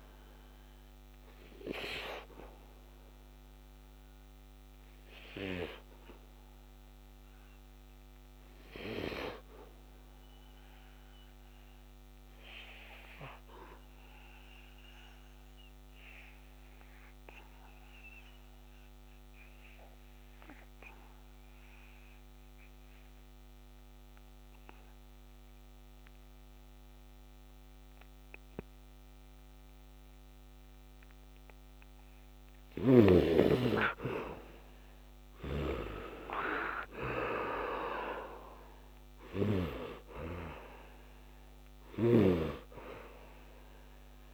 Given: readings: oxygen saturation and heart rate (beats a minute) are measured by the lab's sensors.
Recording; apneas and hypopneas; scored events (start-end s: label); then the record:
breathing in sleep by a microphone on the trachea; 1
0.00-17.00 s: oxygen desaturation (device-marked, oxygen 71% lowest, heart rate 68 extreme)
1.50-31.00 s: obstructive apnea (oxygen 98% before, 71% lowest, heart rate 80 before, 67 extreme, up 18 after)
23.00-44.33 s: oxygen desaturation (device-marked, oxygen 98% before, 72% lowest, heart rate 71 before, 65 extreme)
33.00-37.00 s: arousal
From the record:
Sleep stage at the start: N2 (light sleep); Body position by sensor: on the back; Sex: male